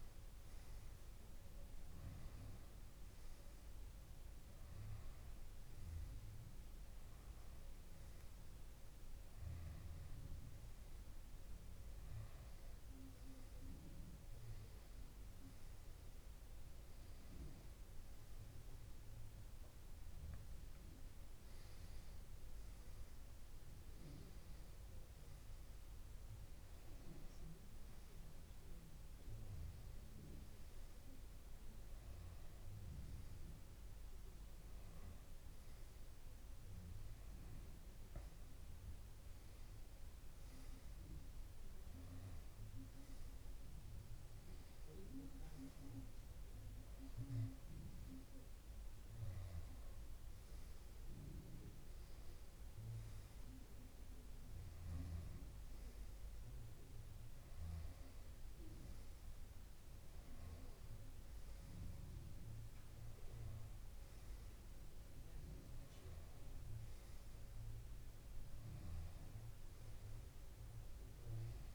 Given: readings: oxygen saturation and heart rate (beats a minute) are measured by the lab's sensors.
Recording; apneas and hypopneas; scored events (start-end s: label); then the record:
breathing in sleep, hard to hear, by a room microphone; none
0.00-11.00 s: tachycardia (device-marked, heart rate 166 extreme)
1.50-3.50 s: long interval between heartbeats (device-marked, heart rate 82 before, 136 extreme)
8.50-10.50 s: long interval between heartbeats (device-marked, heart rate 127 before, 139 extreme)
11.00-13.00 s: long interval between heartbeats (device-marked, heart rate 141 before, 108 extreme)
15.00-17.00 s: long interval between heartbeats (device-marked, heart rate 137 before, 75 extreme)
22.00-26.00 s: arousal
From the record:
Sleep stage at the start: N2 (light sleep); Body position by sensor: on the left side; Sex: male